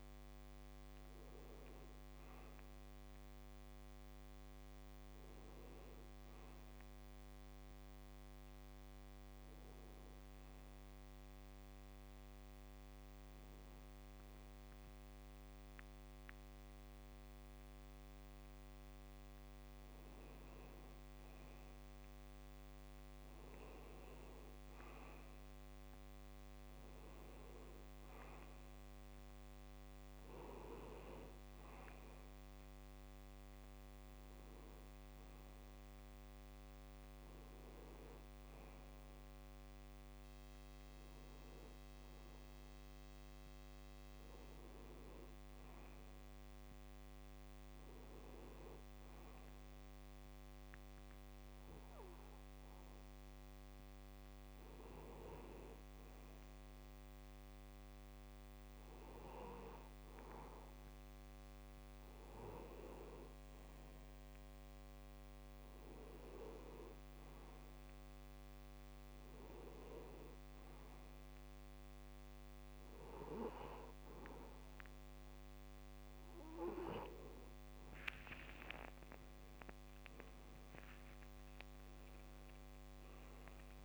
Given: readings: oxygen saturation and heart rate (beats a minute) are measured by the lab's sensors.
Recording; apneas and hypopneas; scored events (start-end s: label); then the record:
breathing in sleep by a microphone on the trachea; 2
6.50-83.85 s: new sleep stage, N2 (light sleep)
11.00-21.00 s: obstructive apnea (oxygen 94% before, 87% lowest, heart rate 75 before, 66 extreme, up 2 after)
23.50-27.00 s: arousal
30.50-46.50 s: oxygen desaturation (device-marked, oxygen 92% before, 87% lowest, heart rate 67 before, 68 extreme)
46.00-49.00 s: arousal
51.50-62.50 s: hypopnea (oxygen 92% before, 88% lowest, heart rate 68 before, 68 extreme, up 1 after)
65.00-68.50 s: arousal
From the record:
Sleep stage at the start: N1 (lightest sleep); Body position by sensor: on the back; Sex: male